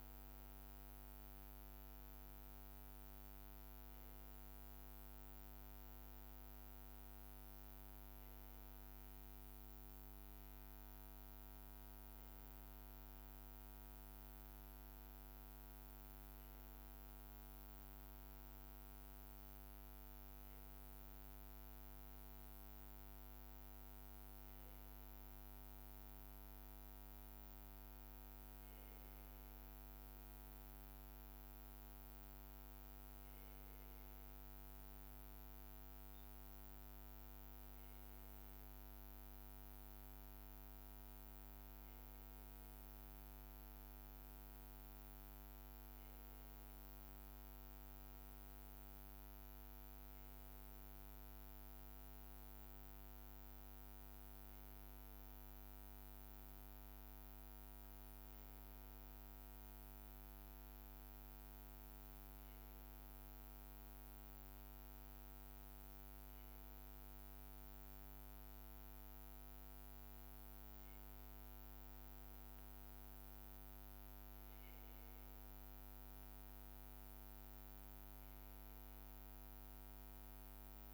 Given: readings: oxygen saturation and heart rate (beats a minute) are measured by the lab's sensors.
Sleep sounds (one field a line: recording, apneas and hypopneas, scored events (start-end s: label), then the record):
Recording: breathing in sleep, hard to hear, by a microphone on the trachea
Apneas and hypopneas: none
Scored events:
3.50-8.50 s: arousal
From the record:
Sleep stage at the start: N2 (light sleep)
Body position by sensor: on the back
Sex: male